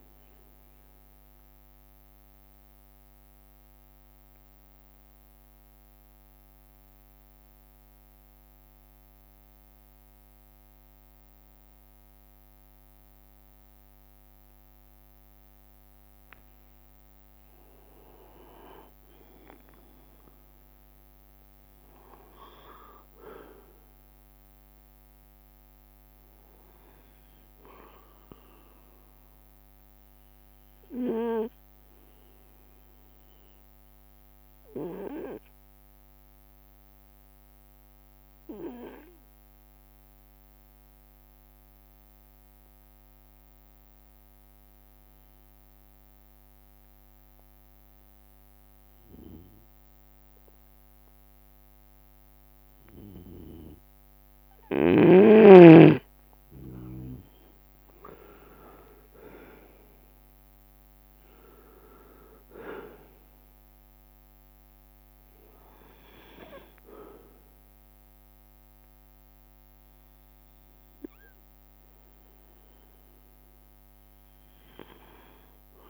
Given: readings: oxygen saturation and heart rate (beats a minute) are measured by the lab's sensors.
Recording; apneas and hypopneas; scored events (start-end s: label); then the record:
breathing in sleep by a microphone on the trachea; 2
0.00-5.00 s: oxygen desaturation (device-marked, oxygen 93% lowest)
0.00-75.90 s: bradycardia (device-marked)
1.00-16.00 s: obstructive apnea (oxygen 97% before, 94% lowest)
2.50-4.50 s: long interval between heartbeats (device-marked)
12.00-14.00 s: long interval between heartbeats (device-marked)
16.00-25.50 s: leg movement (device-marked)
17.50-22.50 s: arousal
20.00-22.00 s: long interval between heartbeats (device-marked)
27.50-29.50 s: long interval between heartbeats (device-marked)
31.50-54.00 s: obstructive apnea (oxygen 99% before, 93% lowest)
32.00-38.00 s: leg movement (device-marked)
34.50-36.50 s: long interval between heartbeats (device-marked)
42.00-44.00 s: long interval between heartbeats (device-marked)
48.50-51.00 s: leg movement (device-marked)
51.00-53.00 s: long interval between heartbeats (device-marked)
54.00-75.90 s: oxygen desaturation (device-marked, oxygen 98% before, 93% lowest)
56.50-60.00 s: arousal
57.50-60.50 s: leg movement (device-marked)
61.50-63.50 s: long interval between heartbeats (device-marked)
67.50-69.00 s: leg movement (device-marked)
From the record:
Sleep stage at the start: N2 (light sleep); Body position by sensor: on the right side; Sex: male